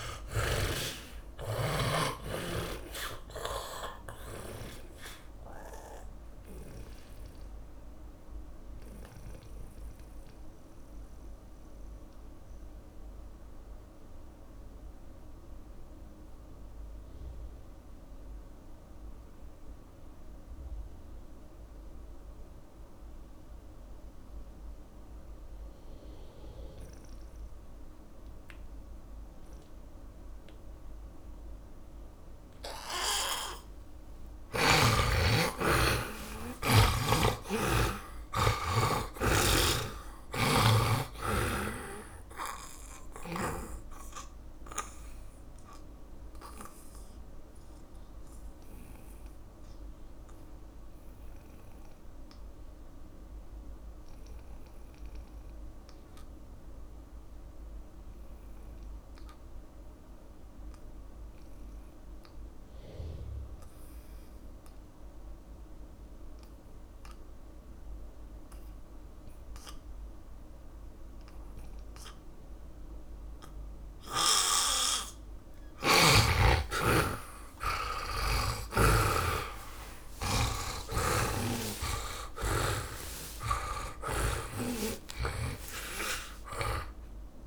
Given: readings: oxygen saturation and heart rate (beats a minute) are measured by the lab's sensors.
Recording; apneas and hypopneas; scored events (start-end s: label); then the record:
breathing in sleep by a room microphone; 2
0.00-1.00 s: arousal
0.00-2.50 s: snoring (device-marked)
0.00-22.50 s: oxygen desaturation (device-marked, oxygen 82% lowest)
5.50-33.50 s: mixed apnea (oxygen 100% before, 80% lowest)
34.50-39.00 s: arousal
39.50-65.50 s: oxygen desaturation (device-marked, oxygen 99% before, 80% lowest)
40.00-44.00 s: snoring (device-marked)
44.00-76.00 s: obstructive apnea (oxygen 100% before, 78% lowest)
77.50-85.50 s: arousal
79.50-83.00 s: snoring (device-marked)
84.50-87.47 s: oxygen desaturation (device-marked, oxygen 98% before, 78% lowest)
From the record:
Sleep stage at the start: N2 (light sleep); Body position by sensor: on the back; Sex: male